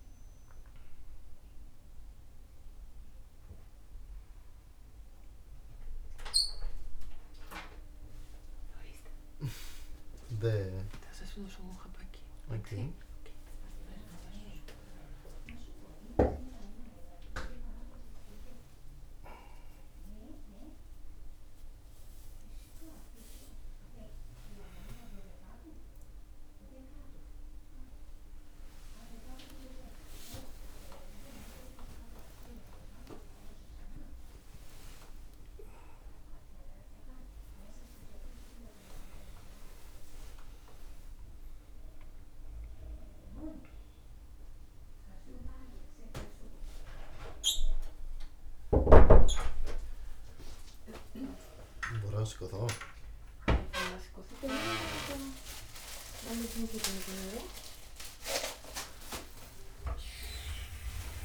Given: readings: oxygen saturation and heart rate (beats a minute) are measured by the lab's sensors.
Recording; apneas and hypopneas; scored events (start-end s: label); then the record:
a person awake in a sleep study, by a room microphone; none
none scored
From the record:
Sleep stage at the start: awake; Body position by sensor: on the back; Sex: male